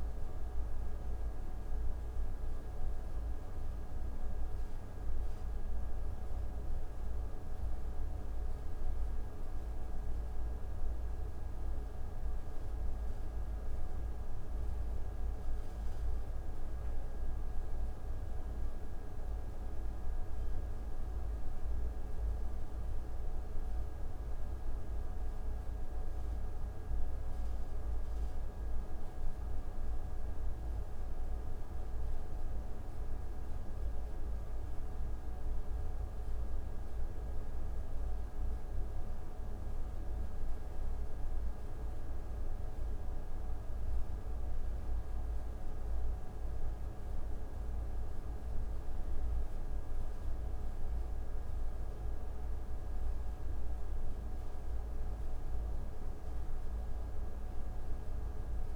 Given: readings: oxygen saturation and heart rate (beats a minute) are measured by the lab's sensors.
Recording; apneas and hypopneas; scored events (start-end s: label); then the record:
breathing in sleep, hard to hear, by a room microphone; none
none scored
From the record:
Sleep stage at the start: N1 (lightest sleep); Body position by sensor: on the right side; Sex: male